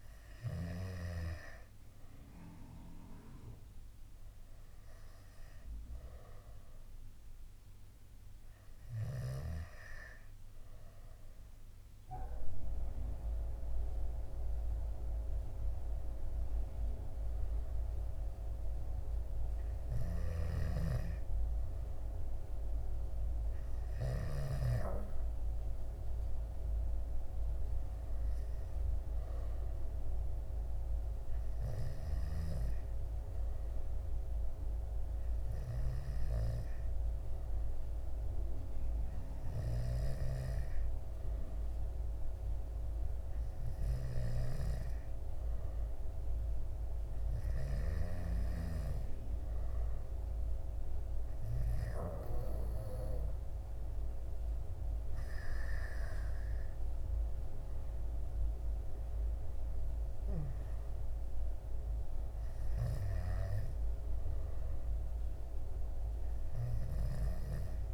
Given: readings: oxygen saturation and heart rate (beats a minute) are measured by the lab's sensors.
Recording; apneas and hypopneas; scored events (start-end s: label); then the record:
breathing in sleep by a room microphone; none
54.50-67.94 s: oxygen desaturation (device-marked, oxygen 98% before, 94% lowest, heart rate 68 before, 65 extreme)
From the record:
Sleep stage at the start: N2 (light sleep); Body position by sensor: on the back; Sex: male